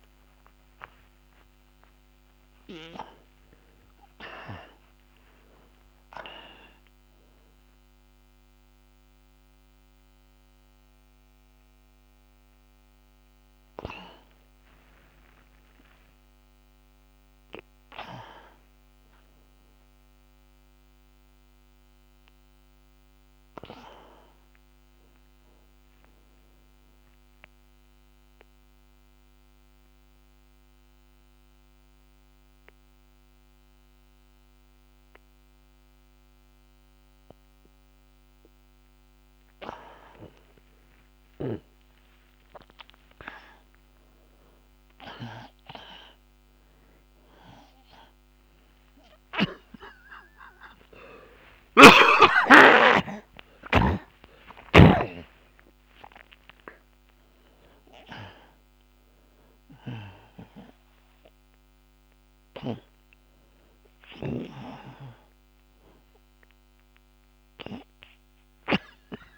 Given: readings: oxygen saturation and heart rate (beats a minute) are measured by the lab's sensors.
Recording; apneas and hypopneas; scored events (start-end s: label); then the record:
a person awake in a sleep study, by a microphone on the trachea; none
0.00-13.50 s: oxygen desaturation (device-marked, oxygen 84% lowest)
36.50-52.50 s: oxygen desaturation (device-marked, oxygen 97% before, 92% lowest)
52.00-69.38 s: snoring (device-marked)
54.50-69.38 s: oxygen desaturation (device-marked, oxygen 94% before, 87% lowest)
From the record:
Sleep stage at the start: awake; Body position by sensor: on the back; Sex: male